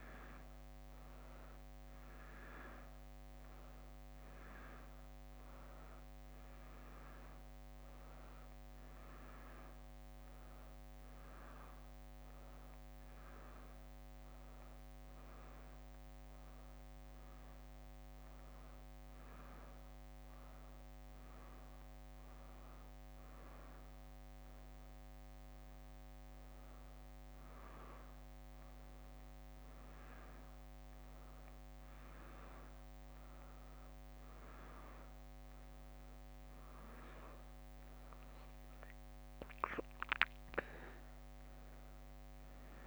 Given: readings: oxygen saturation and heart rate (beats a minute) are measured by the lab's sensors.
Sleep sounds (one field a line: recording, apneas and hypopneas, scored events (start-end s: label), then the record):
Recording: a person awake in a sleep study, hard to hear, by a microphone on the trachea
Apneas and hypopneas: none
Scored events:
17.00-42.87 s: new sleep stage, awake
From the record:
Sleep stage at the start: N2 (light sleep)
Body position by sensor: on the back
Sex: female